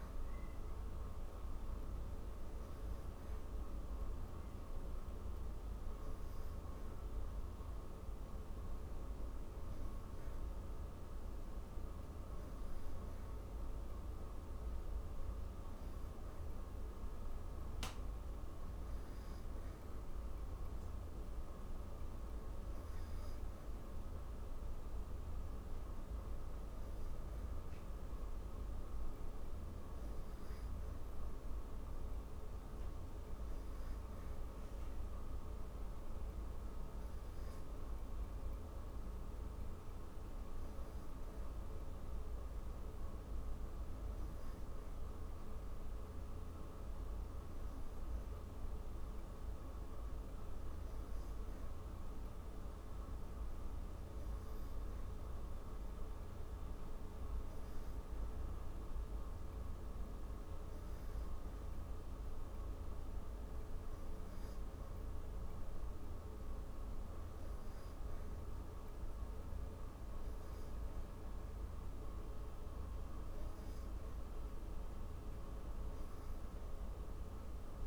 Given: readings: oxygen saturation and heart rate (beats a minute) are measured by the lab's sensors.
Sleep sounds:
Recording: breathing in sleep, hard to hear, by a room microphone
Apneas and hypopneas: none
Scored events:
none scored
From the record:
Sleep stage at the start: N3 (deep sleep)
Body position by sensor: on the back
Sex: female

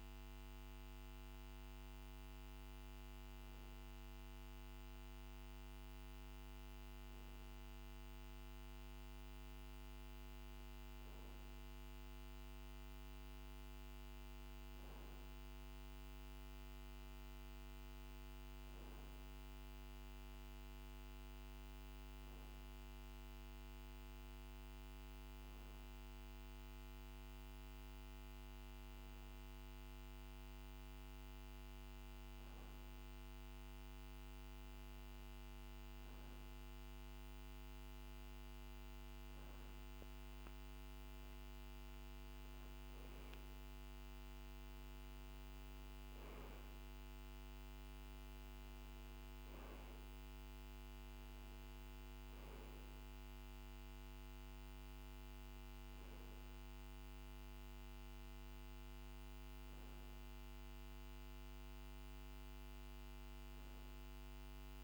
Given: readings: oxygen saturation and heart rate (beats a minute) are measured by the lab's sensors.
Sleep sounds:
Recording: breathing in sleep, hard to hear, by a microphone on the trachea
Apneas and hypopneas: 1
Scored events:
22.00-39.00 s: hypopnea (oxygen 95% before, 93% lowest, heart rate 50 before, 48 extreme, up 6 after)
42.00-46.00 s: arousal
From the record:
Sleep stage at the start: REM sleep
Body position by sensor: on the back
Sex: male

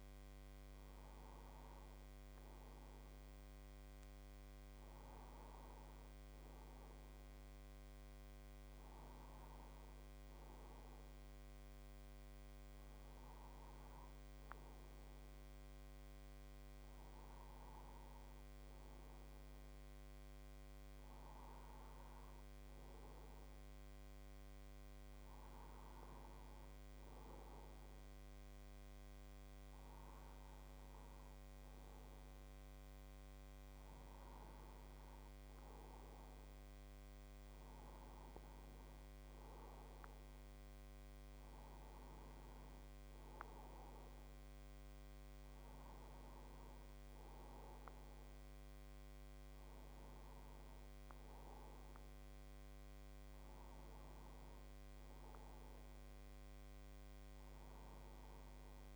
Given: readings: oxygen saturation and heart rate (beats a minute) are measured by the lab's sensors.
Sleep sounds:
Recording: a person awake in a sleep study, hard to hear, by a microphone on the trachea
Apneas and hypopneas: none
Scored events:
57.00-58.96 s: new sleep stage, N2 (light sleep)
From the record:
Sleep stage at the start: awake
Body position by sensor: on the right side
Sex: male

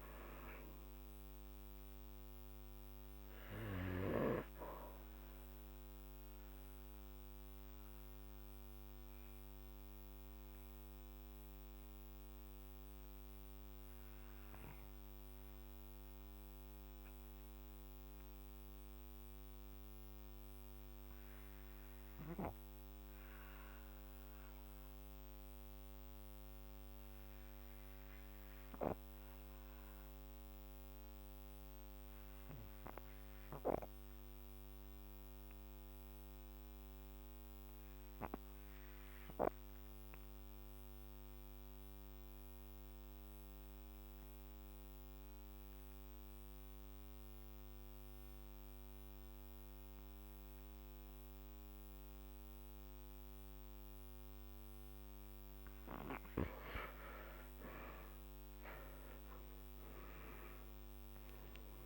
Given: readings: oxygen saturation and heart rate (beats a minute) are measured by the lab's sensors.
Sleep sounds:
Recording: breathing in sleep by a microphone on the trachea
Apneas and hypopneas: 1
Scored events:
6.00-54.00 s: mixed apnea (oxygen 99% before, 84% lowest, heart rate 59 before, 46 extreme, up 14 after)
19.00-34.00 s: oxygen desaturation (device-marked, oxygen 98% before, 90% lowest, heart rate 55 before, 46 extreme)
56.00-61.00 s: arousal
59.00-61.86 s: oxygen desaturation (device-marked, oxygen 98% before, 94% lowest, heart rate 51 before, 46 extreme)
From the record:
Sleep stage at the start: N2 (light sleep)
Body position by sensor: on the back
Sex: male

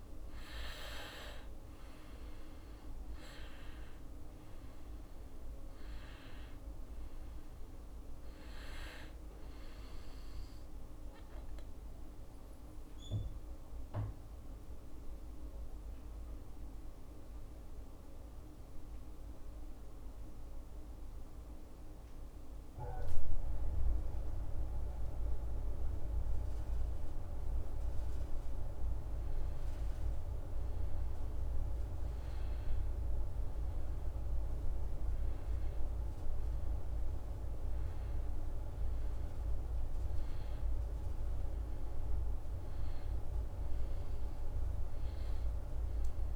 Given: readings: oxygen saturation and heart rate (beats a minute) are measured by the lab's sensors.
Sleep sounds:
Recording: breathing in sleep, hard to hear, by a room microphone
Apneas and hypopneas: 1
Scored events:
3.00-26.00 s: oxygen desaturation (device-marked, oxygen 98% before, 90% lowest, heart rate 64 before, 62 extreme)
11.50-27.00 s: obstructive apnea (oxygen 99% before, 90% lowest, heart rate 66 before, 62 extreme, up 4 after)
25.00-46.36 s: new sleep stage, N1 (lightest sleep)
28.50-33.00 s: arousal
From the record:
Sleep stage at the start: N2 (light sleep)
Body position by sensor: on the back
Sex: male

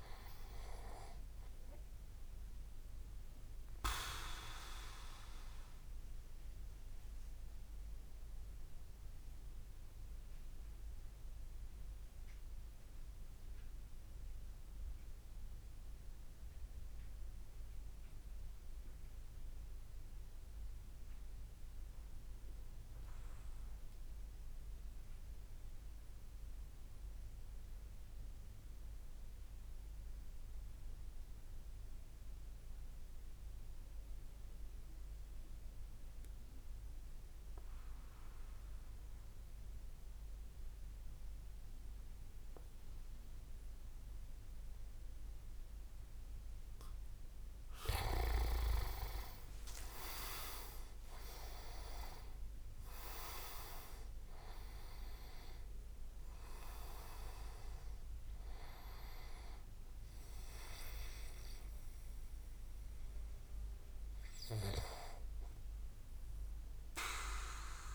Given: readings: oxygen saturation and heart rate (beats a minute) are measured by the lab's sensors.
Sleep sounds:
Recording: breathing in sleep by a room microphone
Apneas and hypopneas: 1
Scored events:
0.00-8.00 s: oxygen desaturation (device-marked, oxygen 88% lowest)
4.50-47.50 s: mixed apnea (oxygen 98% before, 85% lowest)
35.00-67.95 s: oxygen desaturation (device-marked, oxygen 98% before, 85% lowest)
48.50-52.50 s: arousal
48.50-54.50 s: leg movement (device-marked)
From the record:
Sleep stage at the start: N2 (light sleep)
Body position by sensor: on the back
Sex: male

